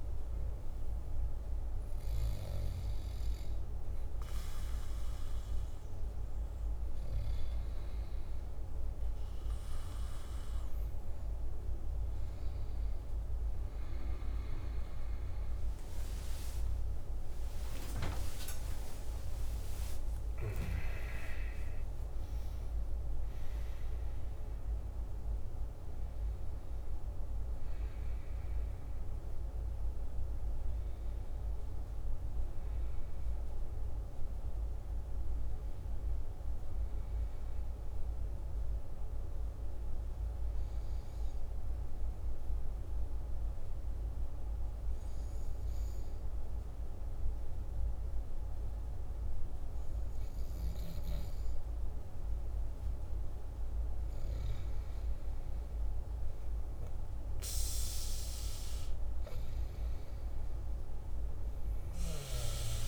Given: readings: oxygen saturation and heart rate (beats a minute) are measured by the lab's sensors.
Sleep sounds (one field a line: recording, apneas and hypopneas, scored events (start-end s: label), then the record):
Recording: breathing in sleep, hard to hear, by a room microphone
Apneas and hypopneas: none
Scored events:
16.00-21.50 s: arousal
61.00-62.88 s: arousal
From the record:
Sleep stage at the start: N1 (lightest sleep)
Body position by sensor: on the back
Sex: male